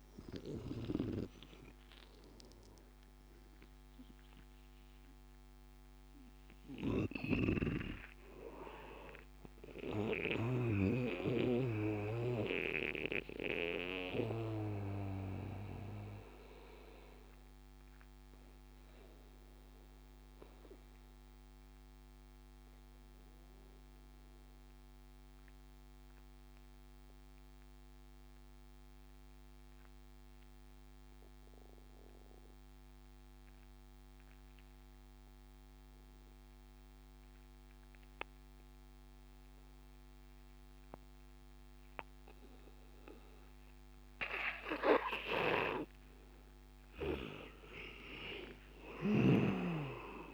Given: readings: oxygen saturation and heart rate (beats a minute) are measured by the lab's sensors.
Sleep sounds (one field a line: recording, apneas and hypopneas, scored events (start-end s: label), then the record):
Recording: breathing in sleep by a microphone on the trachea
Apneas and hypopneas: 1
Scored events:
0.00-20.00 s: oxygen desaturation (device-marked, oxygen 86% lowest, heart rate 77 extreme)
10.50-45.50 s: obstructive apnea (oxygen 98% before, 85% lowest, heart rate 89 before, 77 extreme, up 12 after)
39.00-50.34 s: oxygen desaturation (device-marked, oxygen 98% before, 85% lowest, heart rate 80 before, 75 extreme)
48.00-50.34 s: arousal
From the record:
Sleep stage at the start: N2 (light sleep)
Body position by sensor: on the back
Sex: male